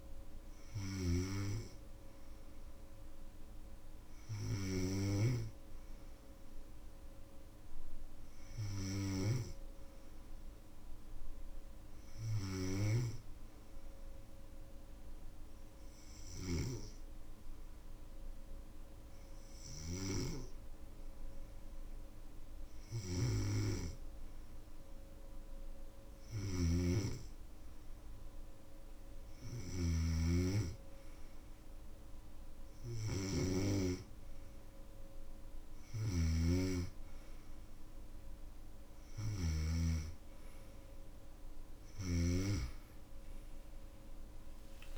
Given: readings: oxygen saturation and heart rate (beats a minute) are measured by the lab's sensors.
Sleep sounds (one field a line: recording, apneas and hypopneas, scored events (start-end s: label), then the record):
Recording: breathing in sleep by a room microphone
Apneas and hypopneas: 1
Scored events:
13.00-23.00 s: obstructive apnea (oxygen 96% before, 94% lowest, heart rate 58 before, 54 extreme, up 4 after)
26.00-33.50 s: snoring (device-marked)
35.50-39.50 s: snoring (device-marked)
From the record:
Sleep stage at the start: N3 (deep sleep)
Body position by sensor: on the back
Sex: male